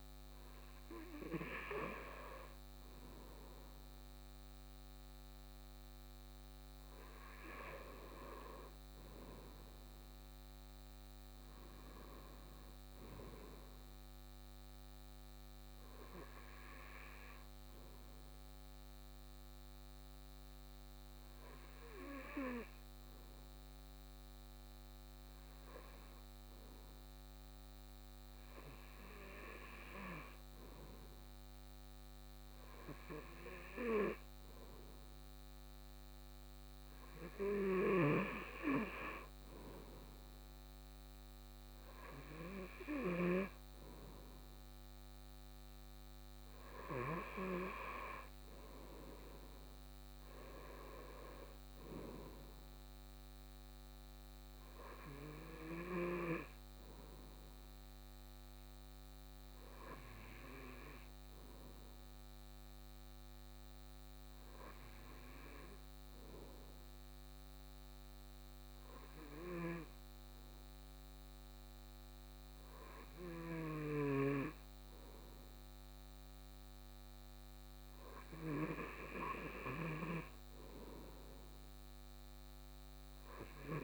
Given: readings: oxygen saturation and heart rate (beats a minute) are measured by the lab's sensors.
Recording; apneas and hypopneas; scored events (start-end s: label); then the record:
breathing in sleep by a microphone on the trachea; 1
50.50-54.50 s: arousal
62.50-78.00 s: hypopnea (oxygen 97% before, 95% lowest, heart rate 60 before, 58 extreme, up 2 after)
80.50-83.84 s: arousal
From the record:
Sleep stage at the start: N2 (light sleep); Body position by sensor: on the right side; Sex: male